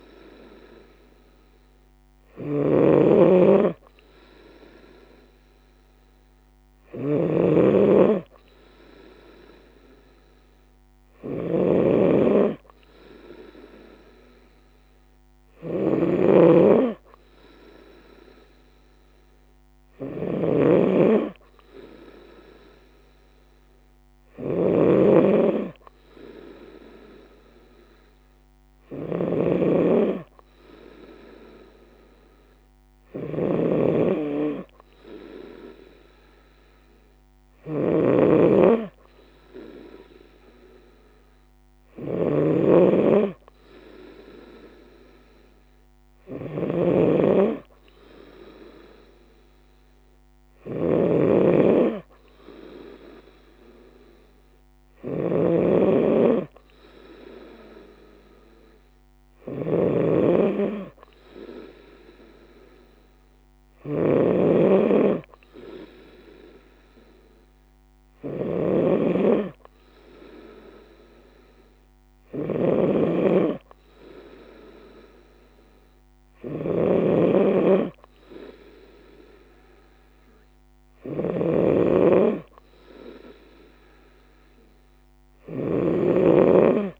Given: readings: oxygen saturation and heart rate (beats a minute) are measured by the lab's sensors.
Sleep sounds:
breathing in sleep by a microphone on the trachea; none
0.00-87.00 s: snoring (device-marked)
From the record:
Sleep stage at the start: N3 (deep sleep); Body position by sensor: on the right side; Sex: female

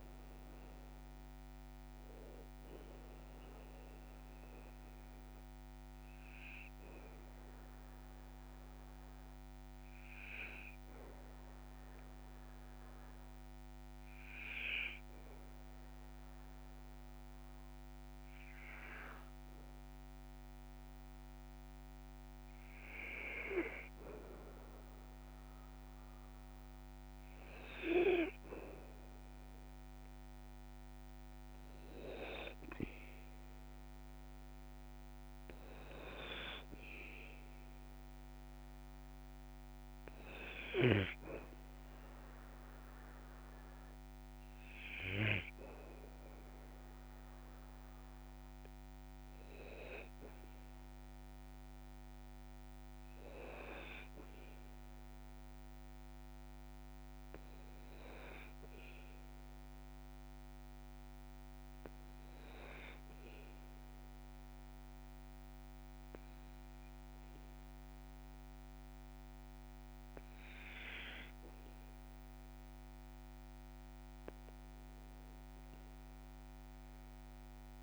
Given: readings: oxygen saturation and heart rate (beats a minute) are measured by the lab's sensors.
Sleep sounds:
breathing in sleep by a microphone on the trachea; 2
0.00-12.50 s: oxygen desaturation (device-marked, oxygen 92% lowest, heart rate 53 extreme)
6.00-22.00 s: mixed apnea (oxygen 98% before, 94% lowest, heart rate 68 before, 53 extreme, up 3 after)
25.50-29.00 s: arousal
31.50-47.50 s: oxygen desaturation (device-marked, oxygen 99% before, 94% lowest, heart rate 55 before, 53 extreme)
53.00-56.50 s: arousal
60.00-73.50 s: hypopnea (oxygen 98% before, 95% lowest, heart rate 55 before, 53 extreme, up 2 after)
76.50-77.83 s: arousal
From the record:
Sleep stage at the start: N2 (light sleep); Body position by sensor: on the back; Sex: male

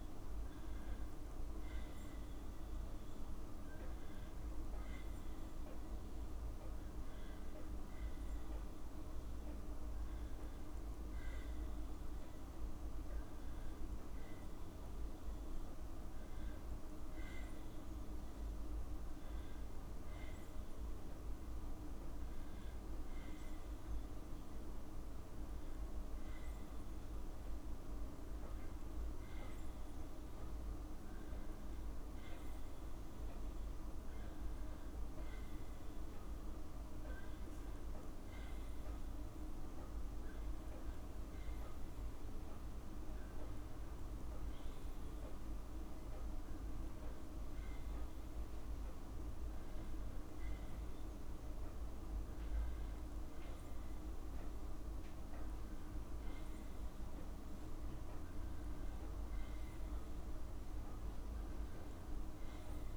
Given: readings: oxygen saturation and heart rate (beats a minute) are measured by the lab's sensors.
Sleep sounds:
a person awake in a sleep study, hard to hear, by a room microphone; none
none scored
From the record:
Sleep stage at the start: awake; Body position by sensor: on the back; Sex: female

